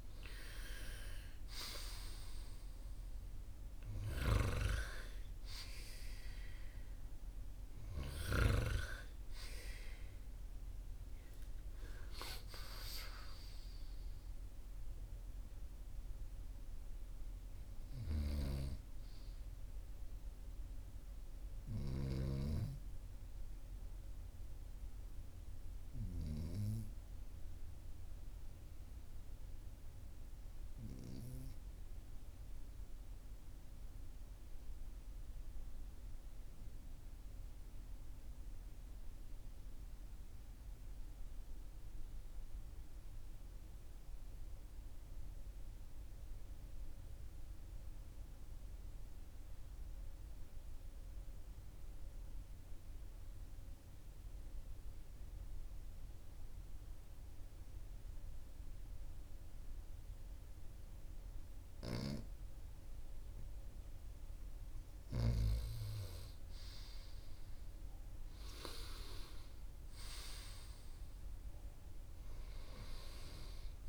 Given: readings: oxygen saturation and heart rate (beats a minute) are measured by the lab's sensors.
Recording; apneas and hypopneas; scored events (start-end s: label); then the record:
breathing in sleep by a room microphone; 1
11.50-16.00 s: arousal
17.50-22.00 s: snoring (device-marked)
28.50-63.00 s: obstructive apnea (oxygen 96% before, 94% lowest, heart rate 45 before, 39 extreme, up 5 after)
66.00-71.00 s: arousal
From the record:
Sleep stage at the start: N2 (light sleep); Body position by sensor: on the right side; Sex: male